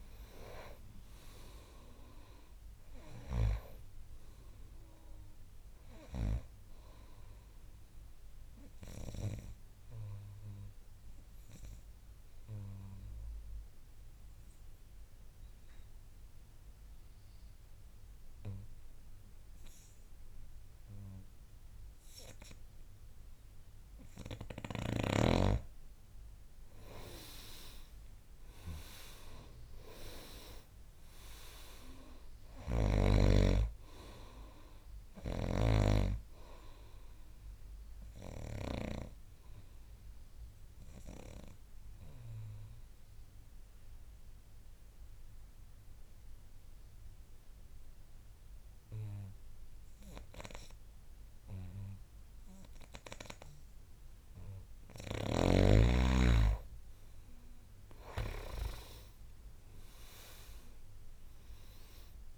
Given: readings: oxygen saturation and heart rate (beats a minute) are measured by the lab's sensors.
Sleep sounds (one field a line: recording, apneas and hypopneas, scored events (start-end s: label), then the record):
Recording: breathing in sleep by a room microphone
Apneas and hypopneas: 2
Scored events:
0.00-22.00 s: oxygen desaturation (device-marked, oxygen 86% lowest, heart rate 55 extreme)
8.00-24.50 s: obstructive apnea (oxygen 99% before, 86% lowest, heart rate 67 before, 55 extreme, up 14 after)
26.50-31.00 s: arousal
29.00-54.00 s: oxygen desaturation (device-marked, oxygen 99% before, 86% lowest, heart rate 63 before, 55 extreme)
38.50-54.00 s: obstructive apnea (oxygen 99% before, 86% lowest, heart rate 69 before, 56 extreme, up 14 after)
57.00-62.00 s: arousal
60.00-62.38 s: oxygen desaturation (device-marked, oxygen 98% before, 87% lowest, heart rate 62 before, 60 extreme)
From the record:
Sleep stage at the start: N2 (light sleep)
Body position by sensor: on the back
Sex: male